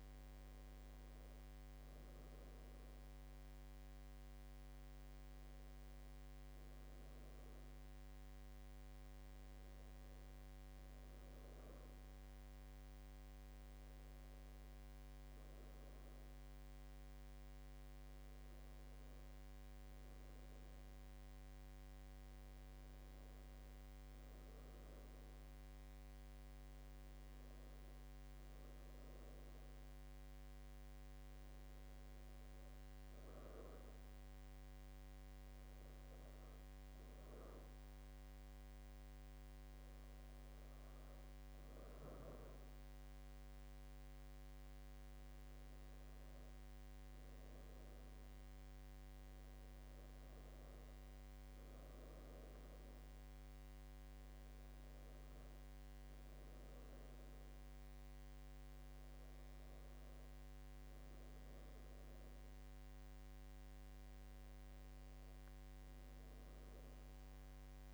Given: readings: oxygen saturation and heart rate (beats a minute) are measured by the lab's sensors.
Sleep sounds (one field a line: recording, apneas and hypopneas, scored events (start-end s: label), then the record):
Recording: breathing in sleep, hard to hear, by a microphone on the trachea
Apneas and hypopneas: none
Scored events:
none scored
From the record:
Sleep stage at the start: N2 (light sleep)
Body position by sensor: on the back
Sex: female